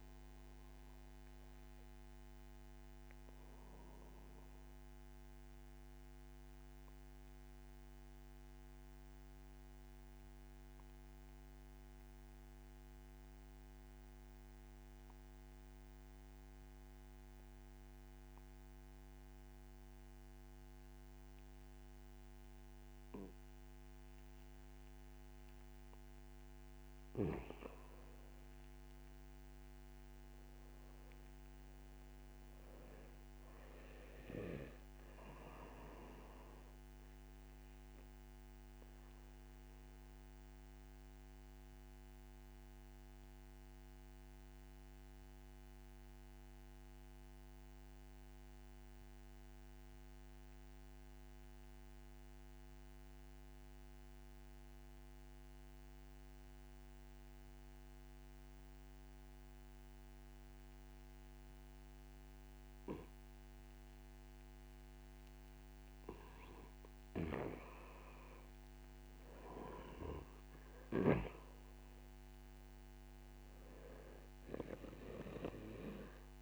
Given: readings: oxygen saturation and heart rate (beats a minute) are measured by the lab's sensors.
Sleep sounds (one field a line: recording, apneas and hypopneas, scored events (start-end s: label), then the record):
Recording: breathing in sleep by a microphone on the trachea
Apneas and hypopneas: 2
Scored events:
0.00-14.50 s: oxygen desaturation (device-marked, oxygen 87% lowest, heart rate 27 extreme)
6.00-25.00 s: obstructive apnea (oxygen 96% before, 86% lowest, heart rate 55 before, 40 extreme, up 1 after)
25.50-50.50 s: oxygen desaturation (device-marked, oxygen 97% before, 86% lowest, heart rate 64 before, 40 extreme)
28.50-32.50 s: arousal
39.50-64.00 s: obstructive apnea (oxygen 97% before, 86% lowest, heart rate 54 before, 49 extreme, up 20 after)
63.50-76.42 s: oxygen desaturation (device-marked, oxygen 97% before, 86% lowest, heart rate 64 before, 60 extreme)
69.00-72.00 s: arousal
From the record:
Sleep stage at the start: N2 (light sleep)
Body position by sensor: on the back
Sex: male